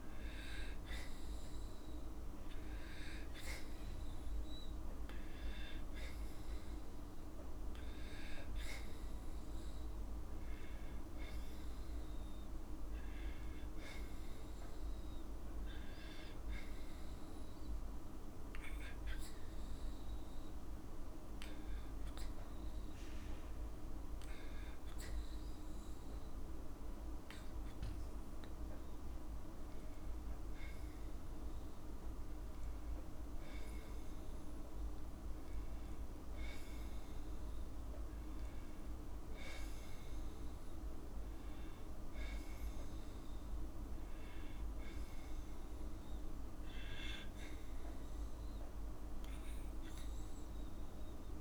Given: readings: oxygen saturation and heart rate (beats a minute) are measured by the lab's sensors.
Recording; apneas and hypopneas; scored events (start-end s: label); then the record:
breathing in sleep, hard to hear, by a room microphone; none
8.50-21.50 s: oxygen desaturation (device-marked, oxygen 98% before, 94% lowest, heart rate 58 before, 57 extreme)
25.00-27.00 s: long interval between heartbeats (device-marked, heart rate 59 before, 69 extreme)
28.50-32.00 s: arousal
From the record:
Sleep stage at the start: N2 (light sleep); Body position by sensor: on the back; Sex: female